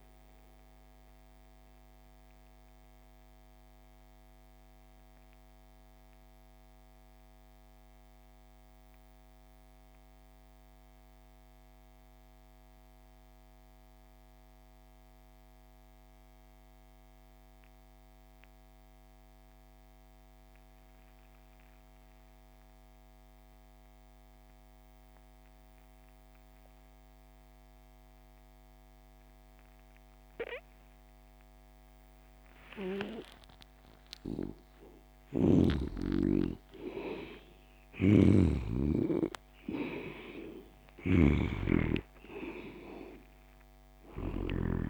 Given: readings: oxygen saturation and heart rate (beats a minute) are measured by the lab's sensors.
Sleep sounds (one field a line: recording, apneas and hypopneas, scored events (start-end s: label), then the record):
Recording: breathing in sleep by a microphone on the trachea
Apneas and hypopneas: 1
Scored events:
0.00-10.00 s: oxygen desaturation (device-marked, oxygen 72% lowest)
0.50-31.00 s: mixed apnea (oxygen 97% before, 72% lowest)
26.00-44.90 s: oxygen desaturation (device-marked, oxygen 98% before, 74% lowest)
34.00-38.50 s: arousal
37.50-44.00 s: snoring (device-marked)
From the record:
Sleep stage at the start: N2 (light sleep)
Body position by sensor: on the back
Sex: male